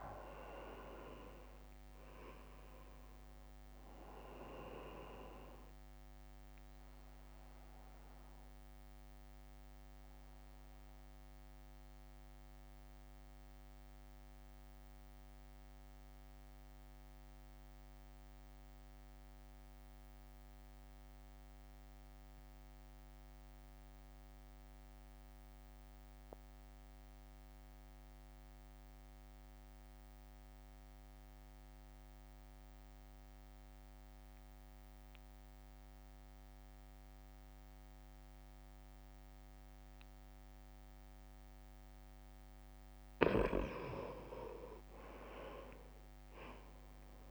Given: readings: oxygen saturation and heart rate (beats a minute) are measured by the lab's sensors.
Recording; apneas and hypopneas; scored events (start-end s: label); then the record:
breathing in sleep by a microphone on the trachea; 1
0.00-2.50 s: arousal
0.00-24.00 s: oxygen desaturation (device-marked, oxygen 90% lowest, heart rate 55 extreme)
6.50-41.00 s: mixed apnea (oxygen 98% before, 86% lowest, heart rate 67 before, 54 extreme, up 1 after)
36.00-47.31 s: oxygen desaturation (device-marked, oxygen 97% before, 86% lowest, heart rate 60 before, 54 extreme)
46.00-47.31 s: arousal
From the record:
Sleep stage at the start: N2 (light sleep); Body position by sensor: on the right side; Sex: male